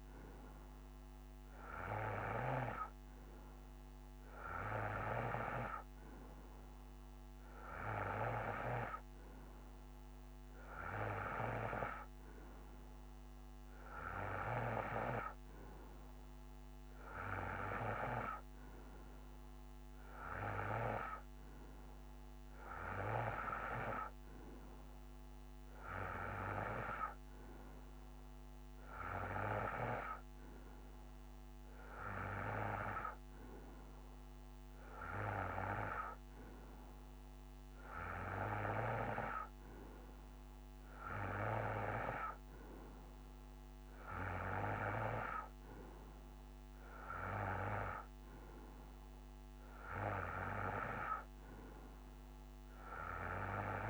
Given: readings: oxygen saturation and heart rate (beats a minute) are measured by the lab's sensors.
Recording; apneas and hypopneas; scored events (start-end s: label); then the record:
breathing in sleep by a microphone on the trachea; none
none scored
From the record:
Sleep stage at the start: N2 (light sleep); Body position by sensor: on the right side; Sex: male